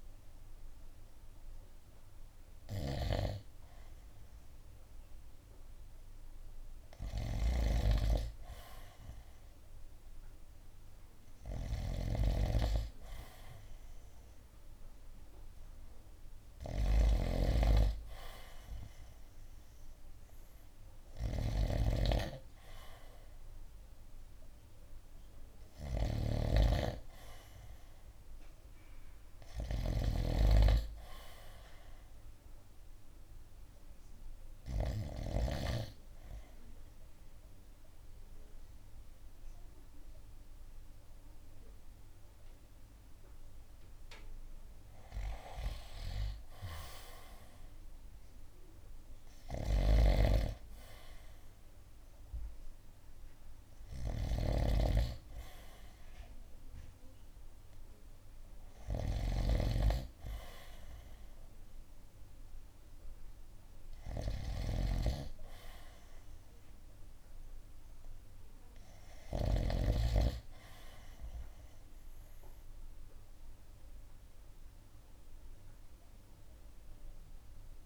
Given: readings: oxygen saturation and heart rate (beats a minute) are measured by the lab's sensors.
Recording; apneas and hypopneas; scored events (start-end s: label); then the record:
breathing in sleep by a room microphone; 1
0.00-7.00 s: oxygen desaturation (device-marked, oxygen 77% lowest, heart rate 71 extreme)
2.50-35.00 s: snoring (device-marked)
15.00-18.50 s: arousal
21.00-28.00 s: oxygen desaturation (device-marked, oxygen 96% before, 91% lowest, heart rate 75 before, 55 extreme)
33.00-44.50 s: hypopnea (oxygen 96% before, 90% lowest, heart rate 74 before, 55 extreme, up 22 after)
46.00-50.00 s: arousal
49.50-69.50 s: snoring (device-marked)
62.00-73.00 s: oxygen desaturation (device-marked, oxygen 94% before, 90% lowest, heart rate 67 before, 63 extreme)
From the record:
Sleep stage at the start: N2 (light sleep); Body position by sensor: on the right side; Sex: male